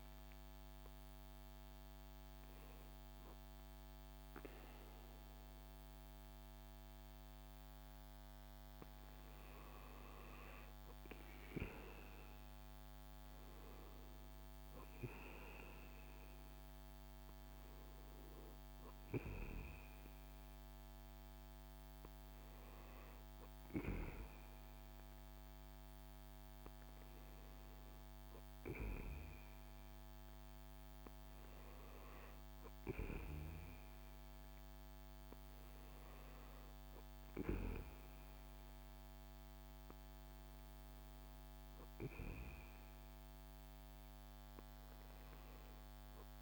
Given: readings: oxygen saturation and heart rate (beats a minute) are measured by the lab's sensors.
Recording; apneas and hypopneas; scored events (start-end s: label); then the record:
breathing in sleep by a microphone on the trachea; none
none scored
From the record:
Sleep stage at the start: N2 (light sleep); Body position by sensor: on the back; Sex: male